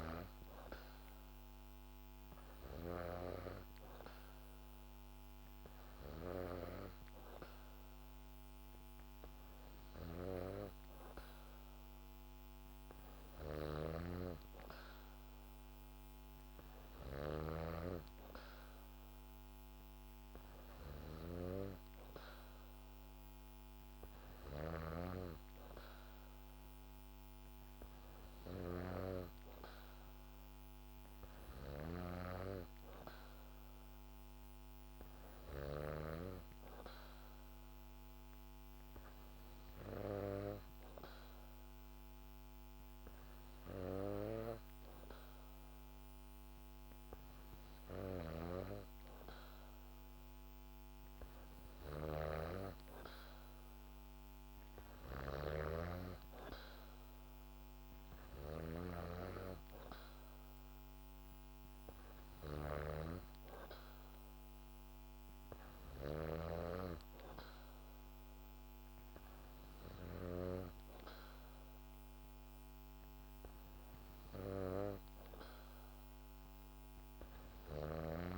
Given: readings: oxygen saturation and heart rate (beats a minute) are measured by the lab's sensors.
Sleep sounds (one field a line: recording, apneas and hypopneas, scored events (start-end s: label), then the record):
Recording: breathing in sleep by a microphone on the trachea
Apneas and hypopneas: none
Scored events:
13.50-17.50 s: snoring (device-marked)
From the record:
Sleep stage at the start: N2 (light sleep)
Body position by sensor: on the back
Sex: female